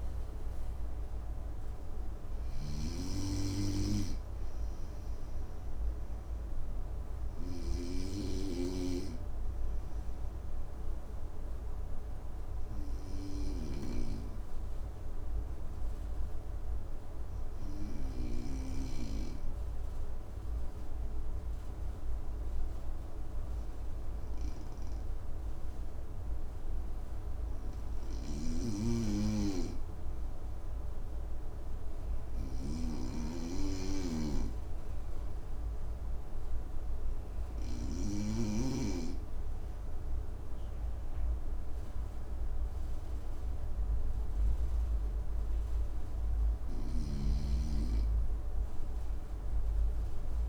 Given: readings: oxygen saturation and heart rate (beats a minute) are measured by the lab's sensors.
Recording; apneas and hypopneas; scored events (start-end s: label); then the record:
breathing in sleep by a room microphone; 1
1.50-7.00 s: snoring (device-marked)
4.50-46.00 s: obstructive apnea (heart rate 59 before, 53 extreme, up 4 after)
27.50-38.00 s: snoring (device-marked)
38.50-50.49 s: oxygen desaturation (device-marked, oxygen 98% before, 92% lowest)
From the record:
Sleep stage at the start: N2 (light sleep); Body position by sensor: on the front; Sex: male